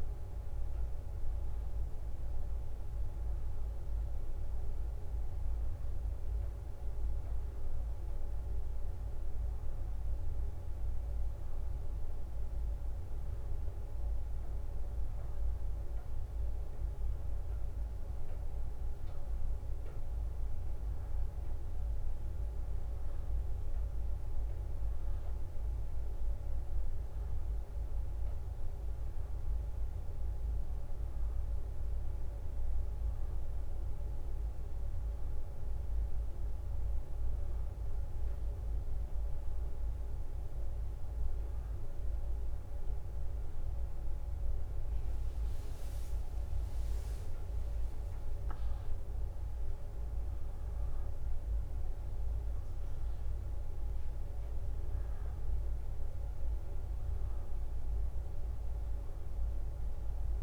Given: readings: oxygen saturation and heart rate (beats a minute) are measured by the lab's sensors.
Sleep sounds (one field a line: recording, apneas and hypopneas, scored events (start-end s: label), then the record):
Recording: a person awake in a sleep study, hard to hear, by a room microphone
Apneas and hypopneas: none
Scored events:
0.00-1.00 s: leg movement (device-marked)
1.50-6.00 s: leg movement (device-marked)
8.00-12.00 s: leg movement (device-marked)
13.00-17.50 s: leg movement (device-marked)
18.50-23.00 s: leg movement (device-marked)
25.00-30.50 s: leg movement (device-marked)
31.50-37.00 s: leg movement (device-marked)
45.00-51.00 s: leg movement (device-marked)
48.00-59.00 s: drop in pulse transit time (device-marked, heart rate 64 before, 66 extreme)
From the record:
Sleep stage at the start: awake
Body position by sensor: on the back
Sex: female